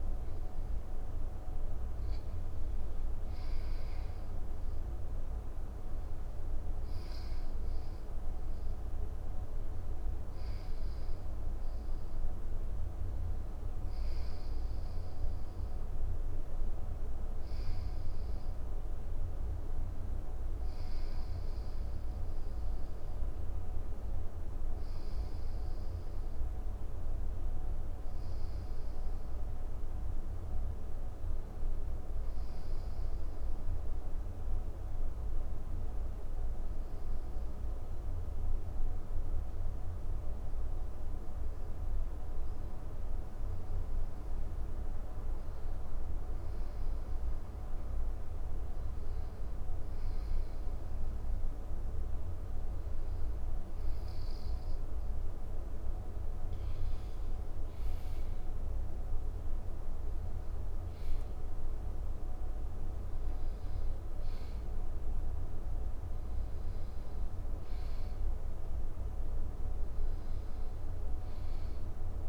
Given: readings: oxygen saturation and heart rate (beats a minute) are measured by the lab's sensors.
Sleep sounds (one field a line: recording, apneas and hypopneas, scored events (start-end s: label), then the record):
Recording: breathing in sleep, hard to hear, by a room microphone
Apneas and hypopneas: 1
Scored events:
30.00-45.00 s: hypopnea (oxygen 97% before, 95% lowest, heart rate 111 before, 67 extreme)
47.50-52.50 s: arousal
From the record:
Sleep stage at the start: N1 (lightest sleep)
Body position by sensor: on the back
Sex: male